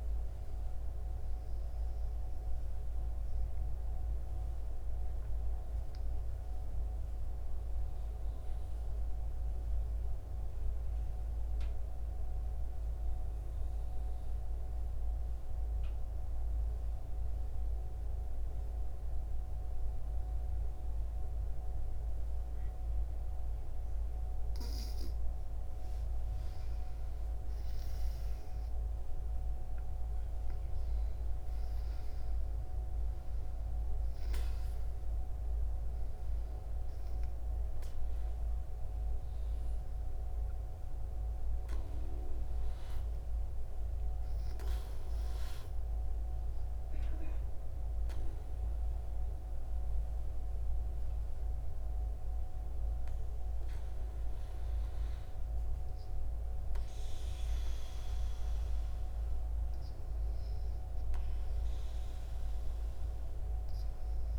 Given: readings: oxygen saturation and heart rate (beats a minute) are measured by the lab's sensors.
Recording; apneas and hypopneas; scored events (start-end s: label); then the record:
breathing in sleep, hard to hear, by a room microphone; 1
3.50-25.50 s: mixed apnea (oxygen 97% before, 92% lowest, heart rate 86 before, 65 extreme, up 14 after)
25.00-48.00 s: oxygen desaturation (device-marked, oxygen 98% before, 92% lowest, heart rate 73 before, 66 extreme)
27.50-31.00 s: arousal
From the record:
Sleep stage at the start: N2 (light sleep); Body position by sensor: on the back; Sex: female